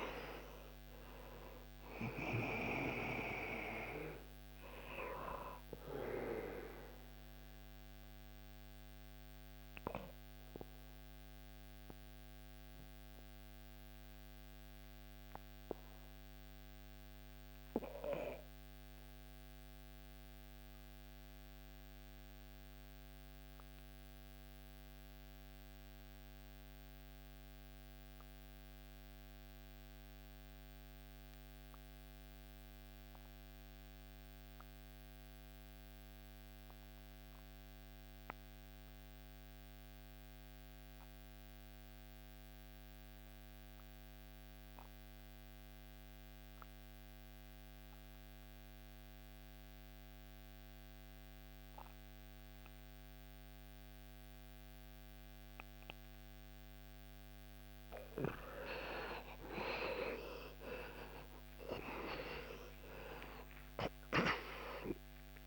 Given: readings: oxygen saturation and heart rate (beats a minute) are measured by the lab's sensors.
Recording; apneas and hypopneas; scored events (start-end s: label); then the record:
breathing in sleep by a microphone on the trachea; 1
5.00-28.00 s: oxygen desaturation (device-marked, oxygen 97% before, 78% lowest, heart rate 82 before, 68 extreme)
7.50-56.50 s: obstructive apnea (oxygen 99% before, 74% lowest, heart rate 83 before, 68 extreme, up 34 after)
44.00-65.47 s: oxygen desaturation (device-marked, oxygen 98% before, 74% lowest, heart rate 73 before, 70 extreme)
58.50-64.00 s: arousal
From the record:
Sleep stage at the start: N2 (light sleep); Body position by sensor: on the back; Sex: male